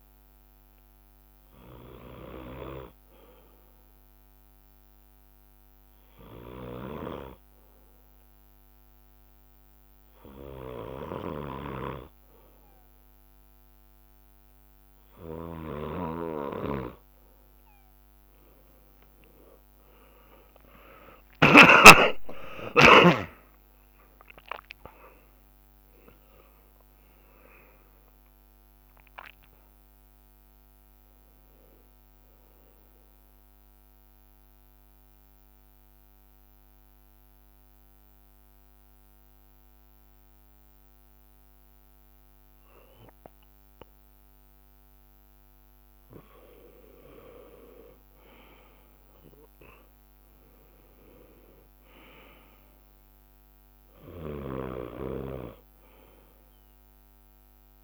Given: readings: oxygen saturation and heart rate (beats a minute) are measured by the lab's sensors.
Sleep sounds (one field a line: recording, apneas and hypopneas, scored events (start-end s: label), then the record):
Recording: breathing in sleep by a microphone on the trachea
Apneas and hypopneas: 2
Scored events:
0.00-16.50 s: bradycardia (device-marked, heart rate 56 extreme)
0.50-7.00 s: leg movement (device-marked)
4.00-15.00 s: hypopnea (oxygen 98% before, 95% lowest, heart rate 63 before, 57 extreme, up 9 after)
4.50-6.50 s: drop in pulse transit time (device-marked, heart rate 62 before, 56 extreme)
17.50-32.50 s: drop in pulse transit time (device-marked, heart rate 58 before, 58 extreme)
18.00-21.50 s: arousal
33.50-44.00 s: mixed apnea (oxygen 97% before, 95% lowest, heart rate 64 before, 56 extreme, up 4 after)
34.50-47.50 s: bradycardia (device-marked, heart rate 68 before, 56 extreme)
38.00-47.00 s: leg movement (device-marked)
47.00-51.00 s: arousal
51.00-53.50 s: leg movement (device-marked)
52.50-57.84 s: drop in pulse transit time (device-marked, heart rate 59 before, 58 extreme)
53.50-57.84 s: leg movement (device-marked)
55.50-57.84 s: bradycardia (device-marked, heart rate 67 before, 57 extreme)
56.50-57.84 s: oxygen desaturation (device-marked, oxygen 100% before, 95% lowest, heart rate 58 before, 57 extreme)
From the record:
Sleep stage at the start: N2 (light sleep)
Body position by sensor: on the left side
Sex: male